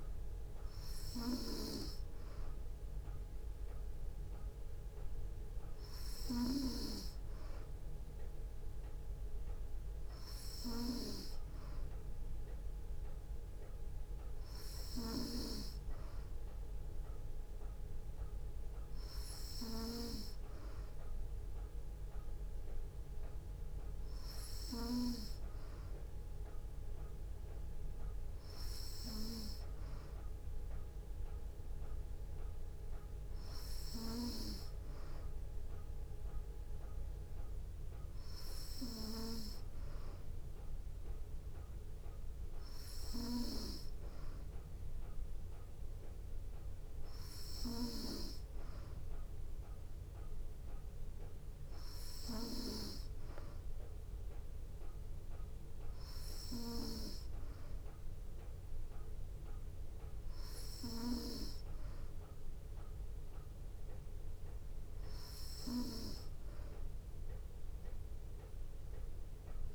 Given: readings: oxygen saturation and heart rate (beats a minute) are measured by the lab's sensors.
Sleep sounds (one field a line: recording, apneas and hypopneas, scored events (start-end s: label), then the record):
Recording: breathing in sleep by a room microphone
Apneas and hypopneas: none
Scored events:
none scored
From the record:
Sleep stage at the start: N3 (deep sleep)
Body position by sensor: on the back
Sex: female